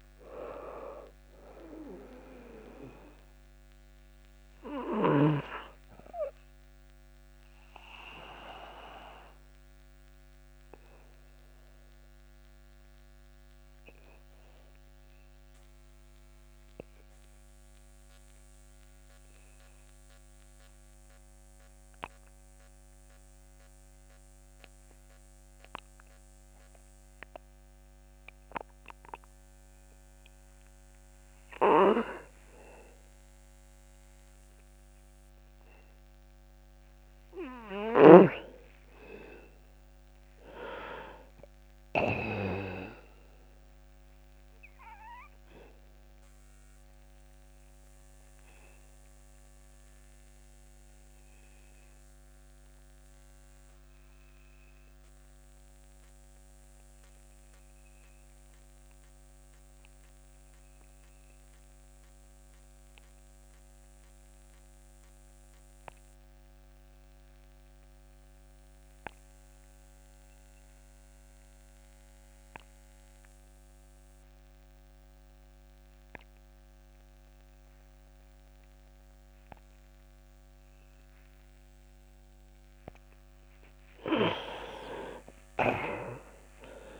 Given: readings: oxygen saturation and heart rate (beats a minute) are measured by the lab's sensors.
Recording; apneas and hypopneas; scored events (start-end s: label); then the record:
breathing in sleep by a microphone on the trachea; 2
0.00-23.00 s: oxygen desaturation (device-marked, oxygen 82% lowest)
6.50-36.00 s: obstructive apnea (oxygen 96% before, 82% lowest)
38.00-41.00 s: arousal
44.50-82.50 s: obstructive apnea (oxygen 99% before, 83% lowest)
45.00-67.00 s: oxygen desaturation (device-marked, oxygen 98% before, 93% lowest)
80.00-87.00 s: oxygen desaturation (device-marked, oxygen 97% before, 83% lowest)
From the record:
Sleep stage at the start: N2 (light sleep); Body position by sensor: on the back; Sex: male